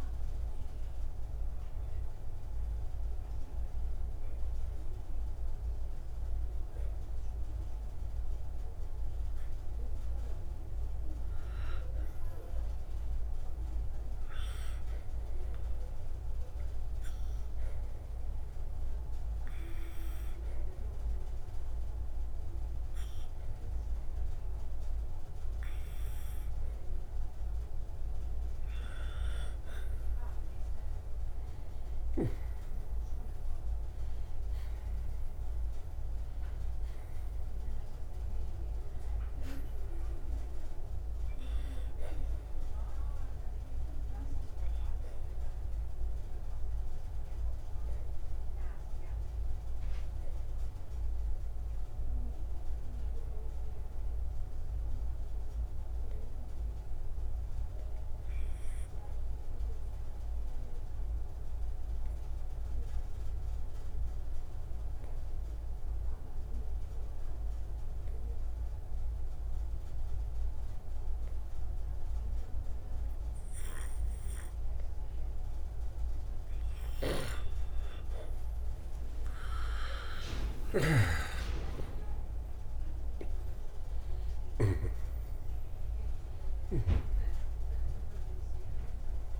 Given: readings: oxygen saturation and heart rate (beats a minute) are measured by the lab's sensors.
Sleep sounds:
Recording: breathing in sleep by a room microphone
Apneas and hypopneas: 2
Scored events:
0.00-14.50 s: oxygen desaturation (device-marked, oxygen 82% lowest, heart rate 133 extreme)
17.00-28.50 s: obstructive apnea (oxygen 98% before, 91% lowest, heart rate 169 before, 133 extreme, up 9 after)
31.00-34.50 s: arousal
46.50-77.50 s: obstructive apnea (oxygen 98% before, 82% lowest, heart rate 165 before, 157 extreme, up 31 after)
71.50-89.40 s: oxygen desaturation (device-marked, oxygen 97% before, 82% lowest, heart rate 176 before, 66 extreme)
79.00-84.00 s: arousal
From the record:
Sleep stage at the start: N2 (light sleep)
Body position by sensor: on the right side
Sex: male

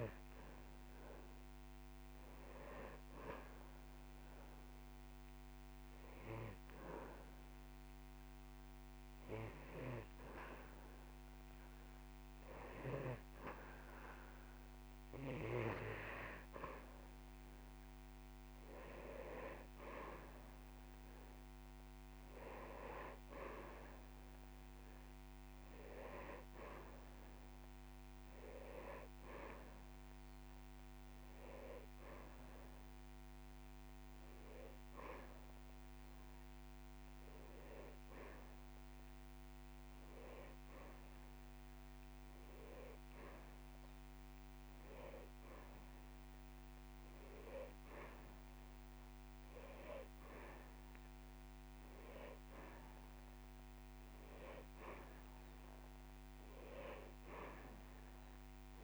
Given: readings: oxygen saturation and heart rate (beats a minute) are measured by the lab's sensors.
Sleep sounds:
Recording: breathing in sleep by a microphone on the trachea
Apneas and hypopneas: 1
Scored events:
0.00-13.00 s: oxygen desaturation (device-marked, oxygen 94% lowest)
2.50-13.50 s: obstructive apnea (oxygen 98% before, 94% lowest)
14.00-17.50 s: arousal
29.00-31.00 s: long interval between heartbeats (device-marked)
From the record:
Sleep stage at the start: N2 (light sleep)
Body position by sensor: on the back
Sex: male

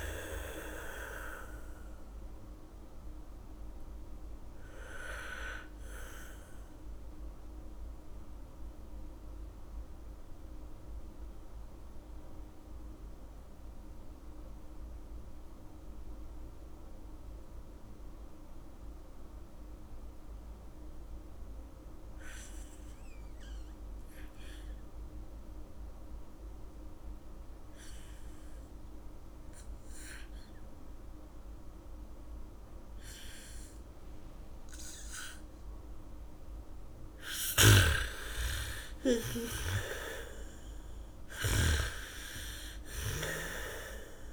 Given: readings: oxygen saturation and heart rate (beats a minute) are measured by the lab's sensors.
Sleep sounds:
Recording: breathing in sleep by a room microphone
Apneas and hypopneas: 1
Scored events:
0.00-27.00 s: oxygen desaturation (device-marked, oxygen 83% lowest, heart rate 36 extreme)
9.00-35.50 s: mixed apnea (oxygen 98% before, 83% lowest, heart rate 58 before, 55 extreme, up 8 after)
31.00-37.00 s: bradycardia (device-marked, heart rate 69 before, 57 extreme)
38.00-42.00 s: arousal
38.00-42.00 s: snoring (device-marked)
40.00-44.33 s: oxygen desaturation (device-marked, oxygen 99% before, 85% lowest, heart rate 64 before, 56 extreme)
From the record:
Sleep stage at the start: N2 (light sleep)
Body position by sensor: on the back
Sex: female

